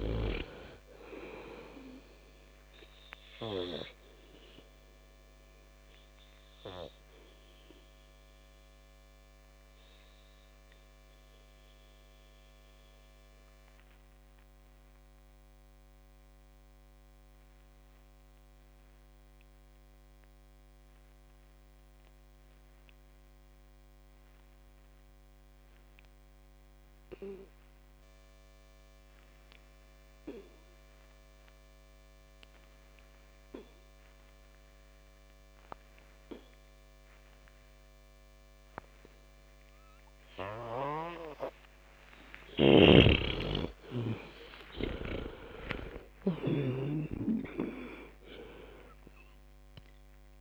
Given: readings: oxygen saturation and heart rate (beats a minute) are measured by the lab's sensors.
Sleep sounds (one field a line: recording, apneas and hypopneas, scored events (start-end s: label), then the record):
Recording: breathing in sleep by a microphone on the trachea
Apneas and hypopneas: 1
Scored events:
0.00-23.50 s: oxygen desaturation (device-marked, oxygen 89% lowest, heart rate 49 extreme)
4.00-42.00 s: obstructive apnea (oxygen 98% before, 85% lowest, heart rate 75 before, 49 extreme)
36.50-50.41 s: oxygen desaturation (device-marked, oxygen 98% before, 85% lowest, heart rate 53 before, 50 extreme)
43.50-47.50 s: snoring (device-marked)
44.50-50.00 s: arousal
From the record:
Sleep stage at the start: N2 (light sleep)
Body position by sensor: on the back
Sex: female